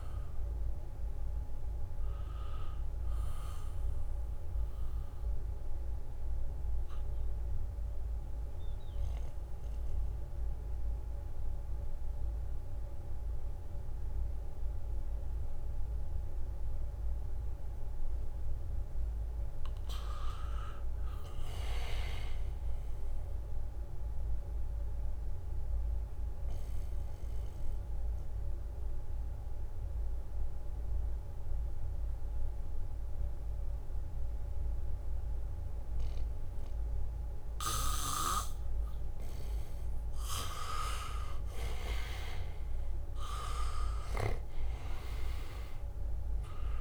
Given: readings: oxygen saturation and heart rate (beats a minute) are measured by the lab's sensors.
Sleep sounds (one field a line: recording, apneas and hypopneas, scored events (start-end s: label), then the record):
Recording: breathing in sleep by a room microphone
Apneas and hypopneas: 2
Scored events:
0.00-14.50 s: oxygen desaturation (device-marked, oxygen 84% lowest, heart rate 68 extreme)
6.50-17.50 s: mixed apnea (oxygen 98% before, 84% lowest, heart rate 71 before, 67 extreme, up 4 after)
20.00-23.00 s: arousal
20.00-26.50 s: leg movement (device-marked)
28.00-39.00 s: obstructive apnea (oxygen 99% before, 84% lowest, heart rate 76 before, 65 extreme)
28.50-41.50 s: oxygen desaturation (device-marked, oxygen 99% before, 92% lowest, heart rate 76 before, 65 extreme)
40.50-46.81 s: leg movement (device-marked)
43.50-46.81 s: arousal
43.50-46.81 s: oxygen desaturation (device-marked, oxygen 95% before, 84% lowest, heart rate 70 before, 67 extreme)
From the record:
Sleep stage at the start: N2 (light sleep)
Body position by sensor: on the back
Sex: male